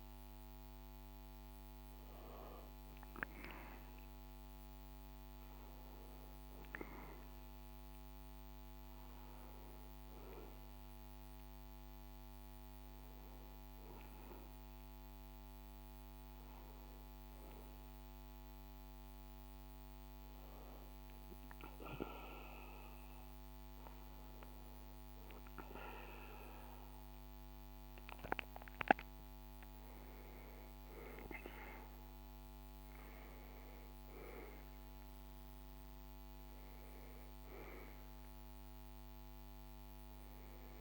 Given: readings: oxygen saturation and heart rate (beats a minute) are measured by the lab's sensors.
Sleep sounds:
breathing in sleep by a microphone on the trachea; none
28.50-33.00 s: arousal
From the record:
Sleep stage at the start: N2 (light sleep); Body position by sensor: on the back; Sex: male

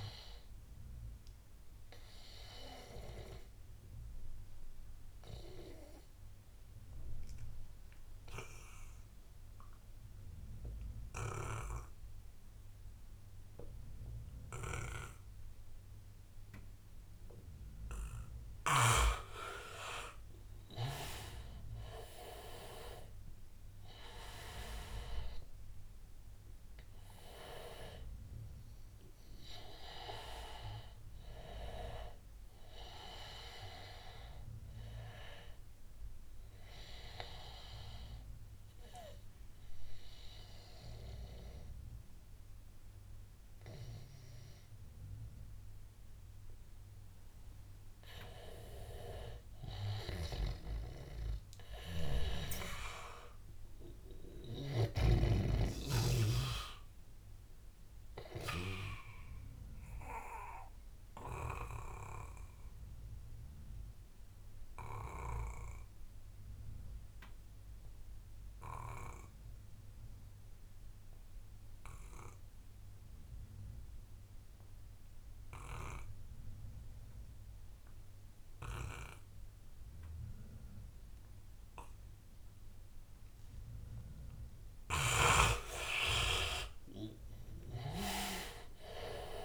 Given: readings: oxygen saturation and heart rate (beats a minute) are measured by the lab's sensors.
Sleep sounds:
breathing in sleep by a room microphone; 3
0.00-7.50 s: oxygen desaturation (device-marked, oxygen 87% lowest, heart rate 83 extreme)
1.50-18.50 s: obstructive apnea (oxygen 98% before, 87% lowest, heart rate 87 before, 83 extreme, up 4 after)
19.50-44.50 s: oxygen desaturation (device-marked, oxygen 99% before, 90% lowest, heart rate 86 before, 82 extreme)
20.50-25.00 s: arousal
35.50-47.00 s: obstructive apnea (oxygen 99% before, 85% lowest, heart rate 88 before, 82 extreme, up 7 after)
49.50-53.00 s: arousal
57.50-84.00 s: obstructive apnea (oxygen 99% before, 76% lowest, heart rate 86 before, 81 extreme, up 8 after)
74.50-89.45 s: oxygen desaturation (device-marked, oxygen 98% before, 76% lowest, heart rate 85 before, 79 extreme)
87.00-89.45 s: arousal
From the record:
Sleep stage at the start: N2 (light sleep); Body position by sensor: on the back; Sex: male

